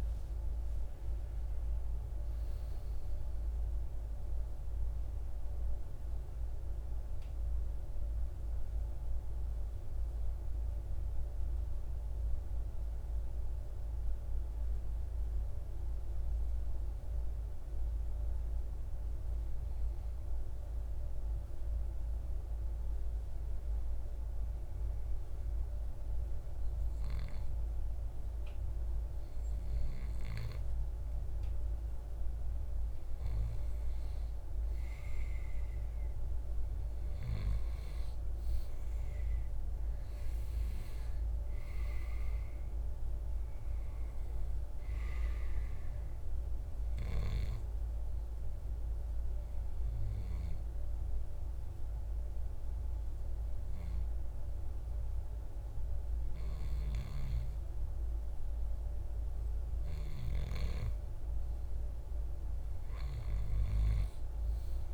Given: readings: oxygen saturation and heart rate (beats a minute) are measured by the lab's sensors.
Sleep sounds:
breathing in sleep, hard to hear, by a room microphone; 2
0.00-17.00 s: oxygen desaturation (device-marked, oxygen 90% lowest, heart rate 57 extreme)
7.50-30.50 s: hypopnea (oxygen 97% before, 90% lowest, heart rate 65 before, 57 extreme, up 3 after)
30.00-60.00 s: oxygen desaturation (device-marked, oxygen 97% before, 90% lowest, heart rate 58 before, 59 extreme)
32.50-36.50 s: arousal
47.50-60.50 s: hypopnea (oxygen 97% before, 90% lowest, heart rate 62 before, 59 extreme, up 8 after)
63.50-64.94 s: arousal
From the record:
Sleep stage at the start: N2 (light sleep); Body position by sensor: on the right side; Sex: male

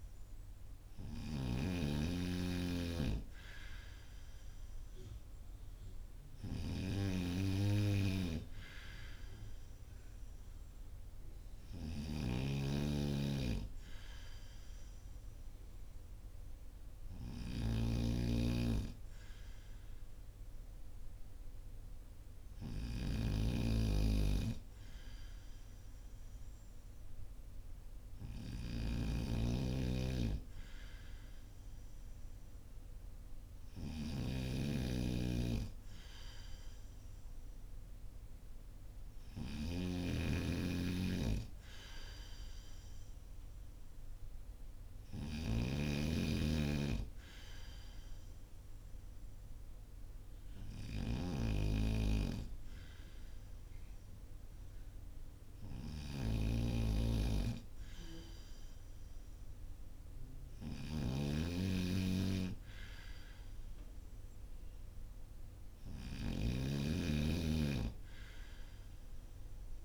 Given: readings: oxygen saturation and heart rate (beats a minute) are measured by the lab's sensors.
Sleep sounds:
breathing in sleep by a room microphone; none
0.00-69.85 s: snoring (device-marked)
From the record:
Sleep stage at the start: N2 (light sleep); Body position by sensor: on the right side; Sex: male

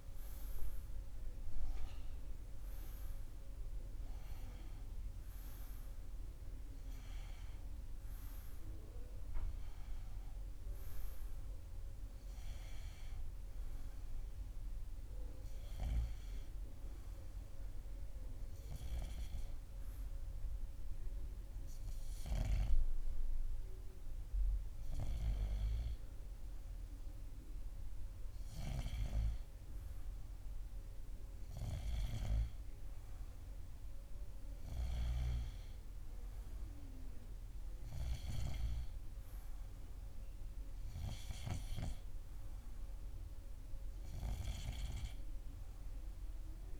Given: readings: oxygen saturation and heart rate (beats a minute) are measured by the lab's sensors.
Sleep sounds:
breathing in sleep by a room microphone; none
none scored
From the record:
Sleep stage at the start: N1 (lightest sleep); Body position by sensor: on the right side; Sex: male

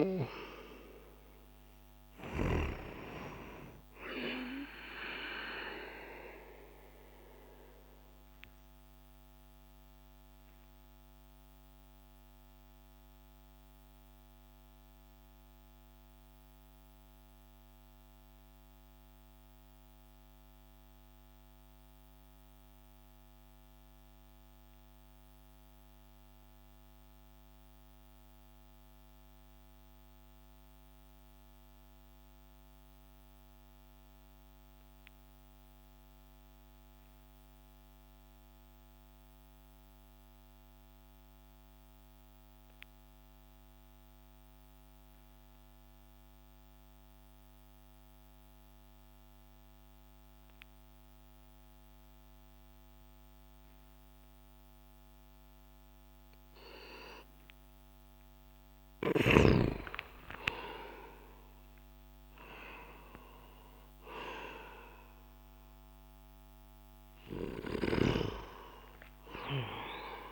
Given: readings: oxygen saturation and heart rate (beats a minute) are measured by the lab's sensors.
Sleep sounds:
breathing in sleep by a microphone on the trachea; 1
8.00-57.50 s: mixed apnea (oxygen 97% before, 90% lowest)
14.00-32.00 s: oxygen desaturation (device-marked, oxygen 95% before, 90% lowest)
59.00-63.00 s: arousal
From the record:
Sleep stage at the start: N2 (light sleep); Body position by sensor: on the back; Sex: male

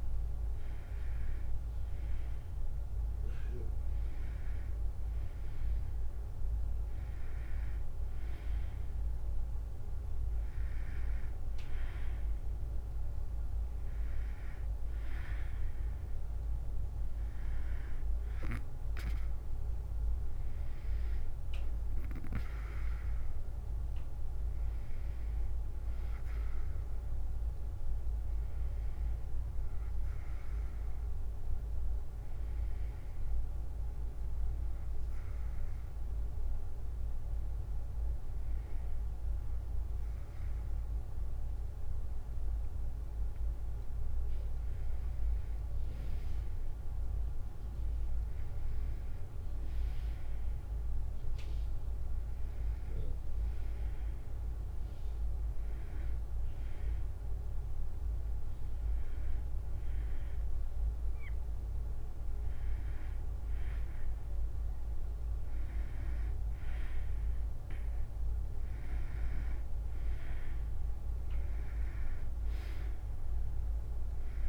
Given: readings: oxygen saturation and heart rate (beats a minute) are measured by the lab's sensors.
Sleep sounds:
breathing in sleep, hard to hear, by a room microphone; none
21.00-33.00 s: drop in pulse transit time (device-marked, heart rate 75 before, 73 extreme)
52.00-60.00 s: oxygen desaturation (device-marked, oxygen 95% before, 91% lowest, heart rate 79 before, 73 extreme)
From the record:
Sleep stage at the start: N2 (light sleep); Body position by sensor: on the back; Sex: female

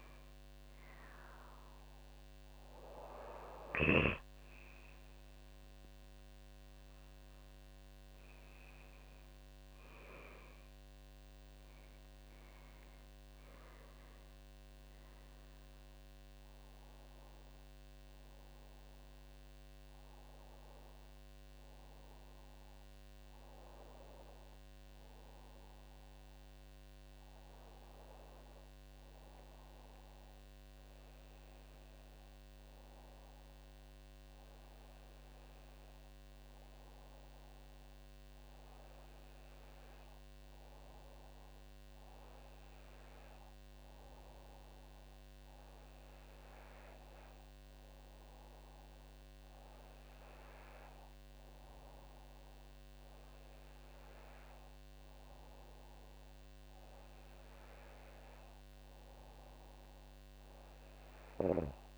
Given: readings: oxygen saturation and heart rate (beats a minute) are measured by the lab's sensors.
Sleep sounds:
breathing in sleep by a microphone on the trachea; none
none scored
From the record:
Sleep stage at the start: N2 (light sleep); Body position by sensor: on the back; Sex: female

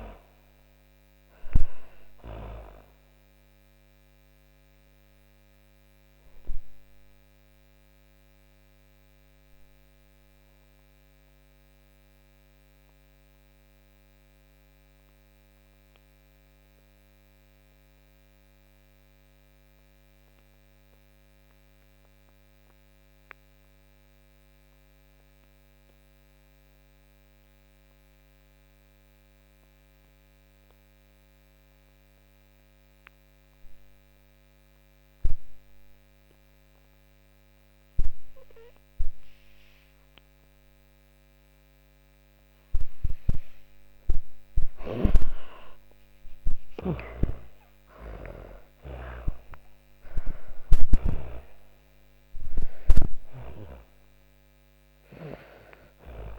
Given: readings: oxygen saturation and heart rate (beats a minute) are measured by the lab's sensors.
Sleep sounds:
breathing in sleep by a microphone on the trachea; 1
0.00-21.00 s: oxygen desaturation (device-marked, oxygen 80% lowest)
2.50-42.00 s: obstructive apnea (oxygen 99% before, 76% lowest)
34.00-56.39 s: oxygen desaturation (device-marked, oxygen 99% before, 76% lowest)
43.50-48.00 s: snoring (device-marked)
43.50-48.50 s: arousal
From the record:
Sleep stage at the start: N2 (light sleep); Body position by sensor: on the back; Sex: female

